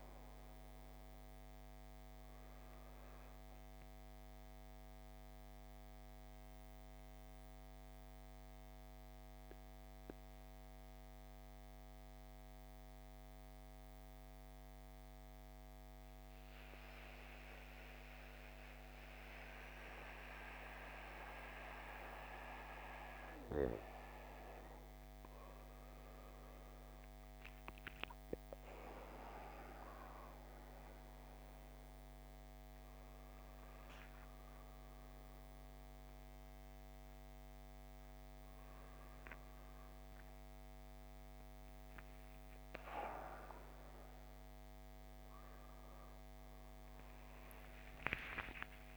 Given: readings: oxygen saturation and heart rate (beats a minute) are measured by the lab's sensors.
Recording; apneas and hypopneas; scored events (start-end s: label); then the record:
breathing in sleep by a microphone on the trachea; 1
5.00-24.00 s: central apnea (oxygen 97% before, 89% lowest, heart rate 57 before, 49 extreme, up 10 after)
26.50-32.00 s: arousal
From the record:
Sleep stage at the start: N2 (light sleep); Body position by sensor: on the back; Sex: male